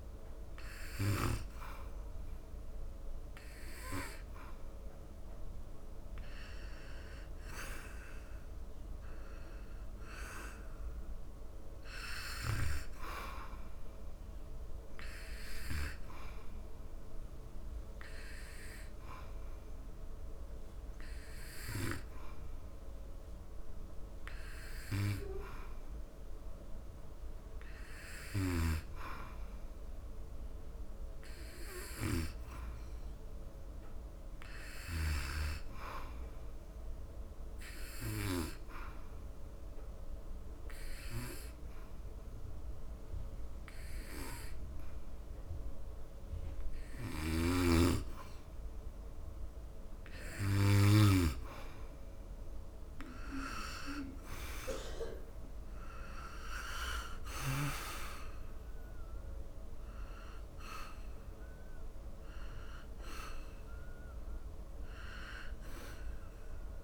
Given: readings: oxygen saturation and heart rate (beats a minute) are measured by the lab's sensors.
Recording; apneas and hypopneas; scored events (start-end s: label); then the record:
breathing in sleep by a room microphone; 1
38.50-51.50 s: hypopnea (oxygen 95% before, 90% lowest, heart rate 77 before, 73 extreme, up 9 after)
52.00-62.00 s: oxygen desaturation (device-marked, oxygen 94% before, 91% lowest, heart rate 75 before, 75 extreme)
54.00-57.50 s: arousal
From the record:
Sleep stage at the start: N2 (light sleep); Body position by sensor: on the back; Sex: male